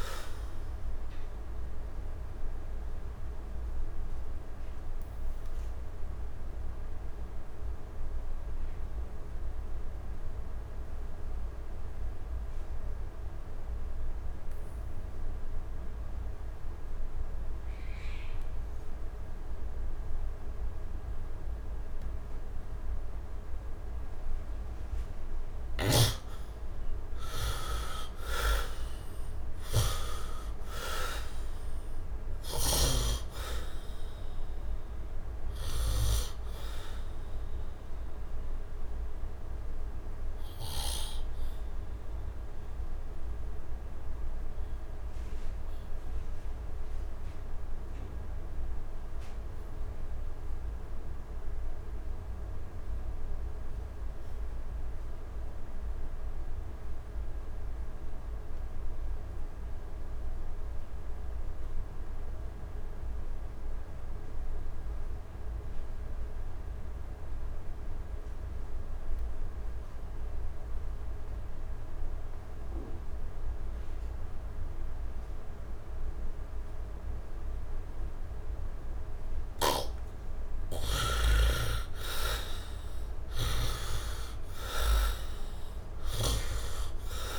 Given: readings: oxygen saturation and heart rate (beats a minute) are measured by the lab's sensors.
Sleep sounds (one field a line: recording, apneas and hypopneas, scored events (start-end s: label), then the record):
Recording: breathing in sleep by a room microphone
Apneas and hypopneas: 2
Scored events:
0.00-21.00 s: oxygen desaturation (device-marked, oxygen 41% lowest, heart rate 61 extreme)
1.00-24.50 s: mixed apnea (oxygen 90% before, 41% lowest, heart rate 76 before, 61 extreme, up 13 after)
26.00-30.50 s: arousal
31.00-50.00 s: oxygen desaturation (device-marked, oxygen 97% before, 54% lowest, heart rate 79 before, 70 extreme)
38.00-79.00 s: obstructive apnea (oxygen 97% before, 46% lowest, heart rate 84 before, 63 extreme, up 14 after)
55.00-87.39 s: oxygen desaturation (device-marked, oxygen 99% before, 46% lowest, heart rate 74 before, 63 extreme)
81.00-85.50 s: arousal
From the record:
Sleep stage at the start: N2 (light sleep)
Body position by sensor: on the right side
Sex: male